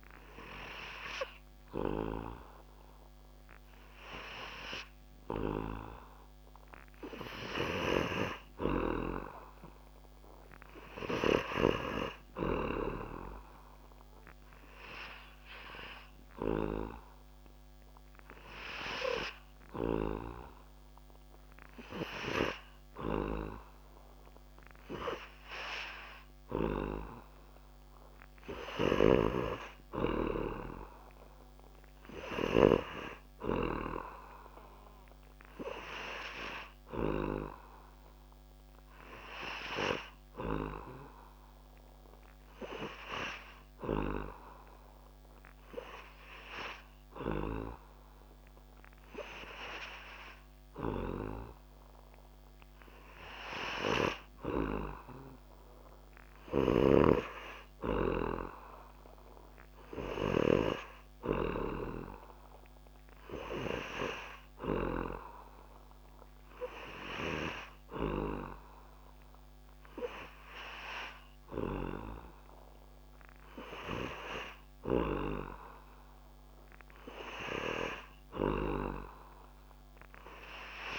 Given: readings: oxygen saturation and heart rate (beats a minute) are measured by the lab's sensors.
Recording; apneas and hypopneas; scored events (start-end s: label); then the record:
breathing in sleep by a microphone on the trachea; none
none scored
From the record:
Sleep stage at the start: N3 (deep sleep); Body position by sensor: on the back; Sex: male